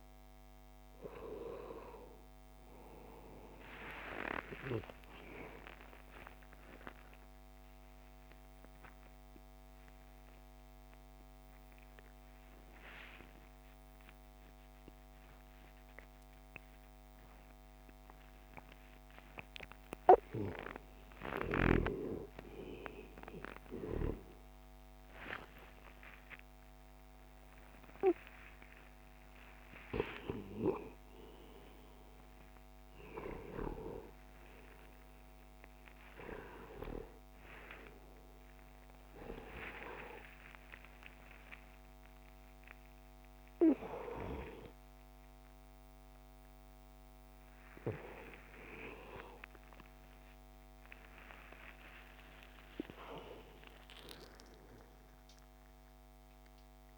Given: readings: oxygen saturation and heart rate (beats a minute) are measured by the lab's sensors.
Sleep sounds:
a person awake in a sleep study, by a microphone on the trachea; none
3.00-56.98 s: new sleep stage, awake
From the record:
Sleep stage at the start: N1 (lightest sleep); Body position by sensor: on the front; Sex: male

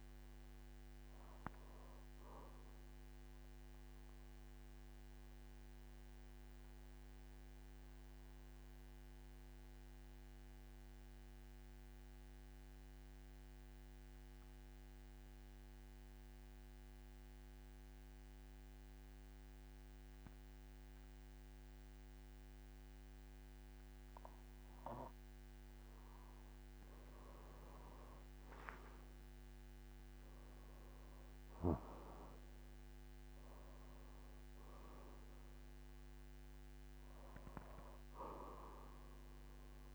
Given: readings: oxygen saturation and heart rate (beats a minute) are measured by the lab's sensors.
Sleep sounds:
breathing in sleep by a microphone on the trachea; 1
0.00-19.50 s: oxygen desaturation (device-marked, oxygen 90% lowest, heart rate 46 extreme)
4.00-24.00 s: mixed apnea (oxygen 97% before, 90% lowest, heart rate 56 before, 46 extreme, up 12 after)
29.00-33.50 s: arousal
31.50-39.95 s: oxygen desaturation (device-marked, oxygen 98% before, 90% lowest, heart rate 52 before, 47 extreme)
From the record:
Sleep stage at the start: N2 (light sleep); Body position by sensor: on the back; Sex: male

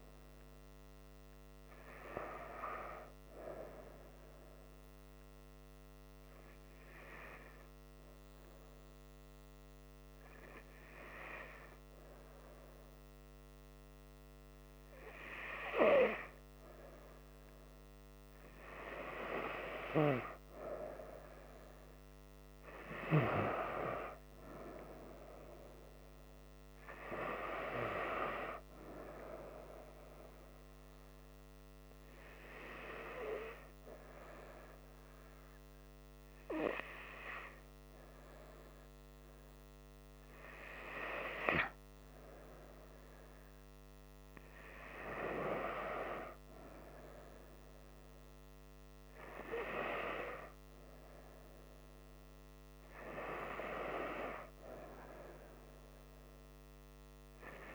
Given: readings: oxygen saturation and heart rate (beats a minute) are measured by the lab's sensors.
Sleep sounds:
breathing in sleep by a microphone on the trachea; 2
4.00-18.00 s: hypopnea (oxygen 96% before, 94% lowest, heart rate 77 before, 73 extreme, up 3 after)
20.50-23.50 s: arousal
23.50-45.50 s: oxygen desaturation (device-marked, oxygen 97% before, 94% lowest, heart rate 74 before, 73 extreme)
30.50-42.00 s: hypopnea (oxygen 97% before, 94% lowest, heart rate 75 before, 73 extreme, up 2 after)
46.00-49.50 s: arousal
From the record:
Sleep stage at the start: N2 (light sleep); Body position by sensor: on the front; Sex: female

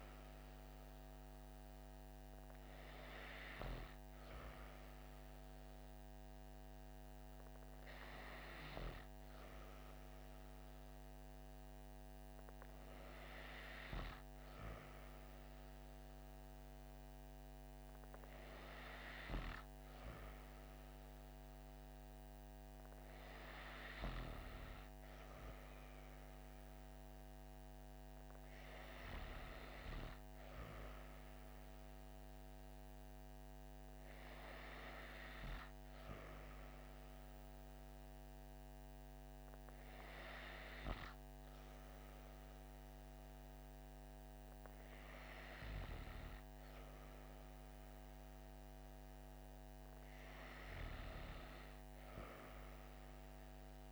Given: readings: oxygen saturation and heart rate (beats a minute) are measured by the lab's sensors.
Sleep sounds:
breathing in sleep by a microphone on the trachea; none
none scored
From the record:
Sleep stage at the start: N2 (light sleep); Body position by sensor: on the back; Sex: female

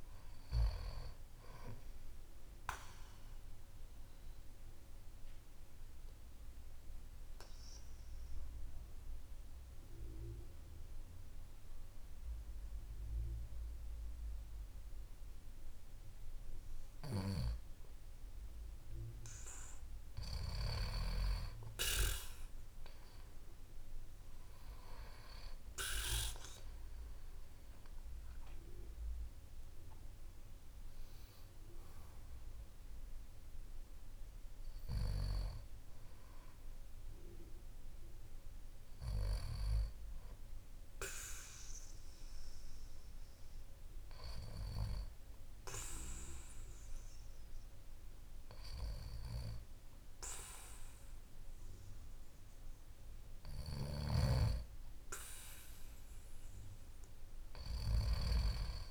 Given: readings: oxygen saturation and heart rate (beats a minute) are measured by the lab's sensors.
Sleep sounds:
a person awake in a sleep study, by a room microphone; 1
0.00-17.00 s: oxygen desaturation (device-marked, oxygen 92% lowest, heart rate 48 extreme)
1.50-17.50 s: obstructive apnea (oxygen 96% before, 92% lowest, heart rate 82 before, 48 extreme)
6.00-58.91 s: new sleep stage, awake
From the record:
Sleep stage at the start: N2 (light sleep); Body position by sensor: on the back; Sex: male

